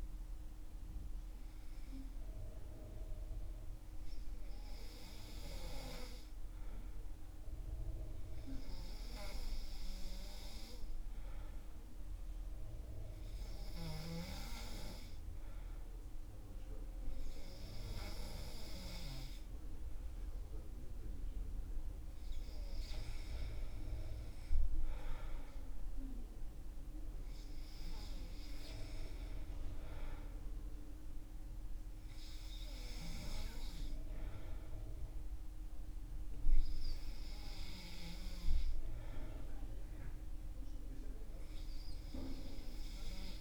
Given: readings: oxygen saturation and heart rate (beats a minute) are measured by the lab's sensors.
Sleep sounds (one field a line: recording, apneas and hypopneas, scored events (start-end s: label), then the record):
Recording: breathing in sleep by a room microphone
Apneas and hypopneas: none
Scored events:
none scored
From the record:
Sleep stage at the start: N2 (light sleep)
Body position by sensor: on the back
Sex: male